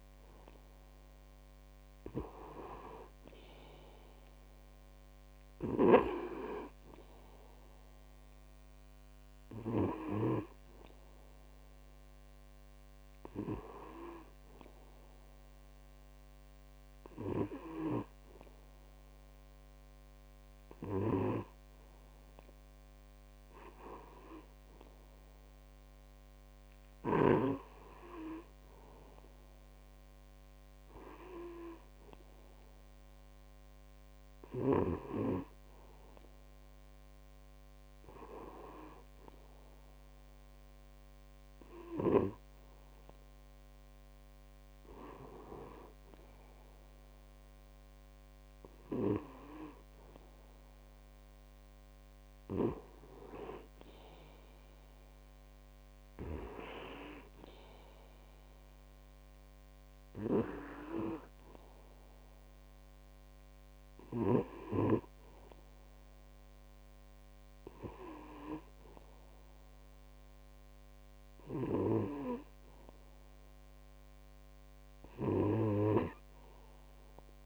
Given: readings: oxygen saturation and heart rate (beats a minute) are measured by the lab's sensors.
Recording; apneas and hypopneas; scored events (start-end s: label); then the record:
breathing in sleep by a microphone on the trachea; 1
1.00-5.00 s: arousal
12.00-23.50 s: hypopnea (oxygen 97% before, 96% lowest, heart rate 52 before, 49 extreme, up 5 after)
26.50-30.50 s: arousal
From the record:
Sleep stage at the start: N2 (light sleep); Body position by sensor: on the back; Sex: male